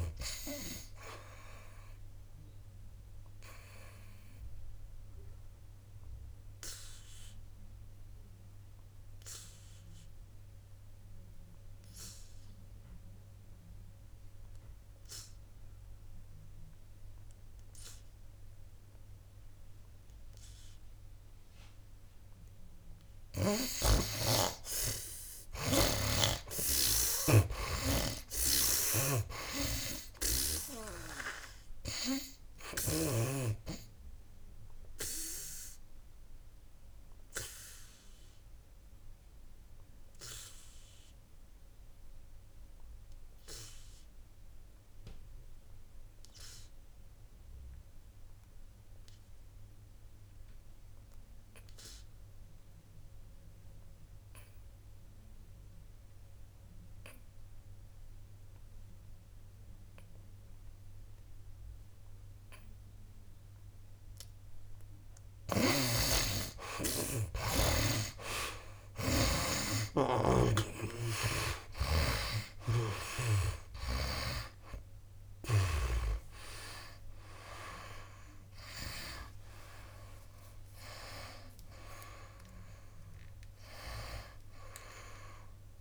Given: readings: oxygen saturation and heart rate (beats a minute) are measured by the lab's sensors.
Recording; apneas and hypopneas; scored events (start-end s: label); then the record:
breathing in sleep by a room microphone; 2
0.00-25.50 s: oxygen desaturation (device-marked, oxygen 68% lowest, heart rate 59 extreme)
3.00-22.50 s: obstructive apnea (oxygen 94% before, 68% lowest, heart rate 68 before, 60 extreme, up 10 after)
24.00-33.50 s: snoring (device-marked)
26.00-29.50 s: arousal
27.50-54.50 s: oxygen desaturation (device-marked, oxygen 95% before, 72% lowest, heart rate 64 before, 58 extreme)
33.50-65.00 s: obstructive apnea (oxygen 95% before, 70% lowest, heart rate 65 before, 58 extreme, up 19 after)
56.50-85.81 s: oxygen desaturation (device-marked, oxygen 95% before, 70% lowest, heart rate 63 before, 63 extreme)
70.50-74.50 s: snoring (device-marked)
71.00-75.00 s: arousal
From the record:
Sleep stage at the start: N2 (light sleep); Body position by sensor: on the back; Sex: male